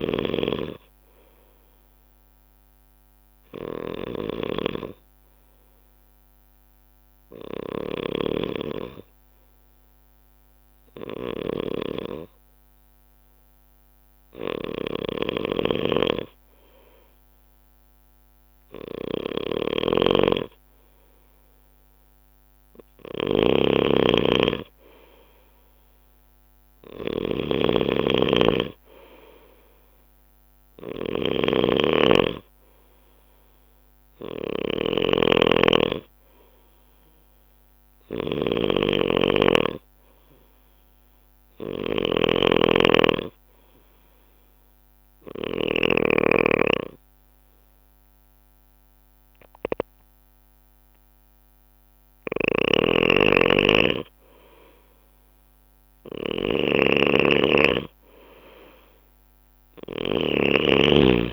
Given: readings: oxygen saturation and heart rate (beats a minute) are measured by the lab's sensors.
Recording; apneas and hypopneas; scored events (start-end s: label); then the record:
breathing in sleep by a microphone on the trachea; 2
0.00-45.50 s: snoring (device-marked)
3.00-16.50 s: hypopnea (oxygen 96% before, 92% lowest)
21.50-26.00 s: arousal
43.50-54.50 s: hypopnea (oxygen 97% before, 92% lowest)
52.00-60.00 s: snoring (device-marked)
From the record:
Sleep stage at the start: N2 (light sleep); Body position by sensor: on the left side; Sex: male